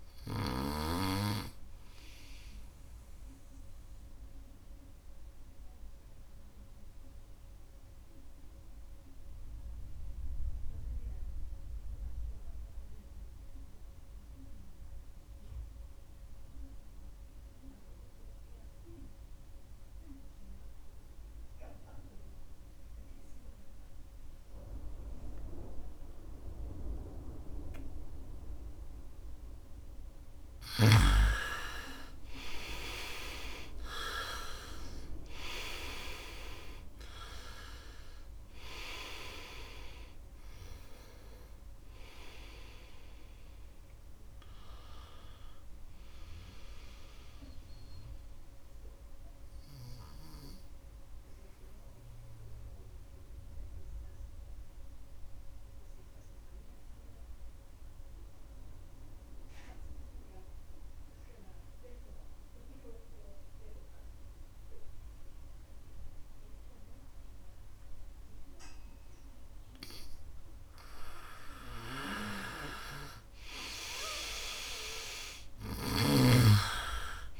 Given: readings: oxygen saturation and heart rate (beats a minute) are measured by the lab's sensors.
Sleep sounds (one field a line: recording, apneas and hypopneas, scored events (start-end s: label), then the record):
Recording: breathing in sleep by a room microphone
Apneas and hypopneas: 2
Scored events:
0.00-21.00 s: oxygen desaturation (device-marked, oxygen 89% lowest, heart rate 66 extreme)
5.50-28.50 s: obstructive apnea (oxygen 98% before, 86% lowest, heart rate 71 before, 66 extreme, up 28 after)
28.00-58.00 s: oxygen desaturation (device-marked, oxygen 98% before, 86% lowest, heart rate 68 before, 65 extreme)
30.50-35.00 s: arousal
32.50-34.50 s: long interval between heartbeats (device-marked, heart rate 68 before, 79 extreme)
51.00-71.50 s: obstructive apnea (oxygen 98% before, 86% lowest, heart rate 80 before, 64 extreme, up 1 after)
73.00-76.50 s: arousal
73.00-77.40 s: oxygen desaturation (device-marked, oxygen 99% before, 88% lowest, heart rate 71 before, 64 extreme)
From the record:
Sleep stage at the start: N2 (light sleep)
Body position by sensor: on the right side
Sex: male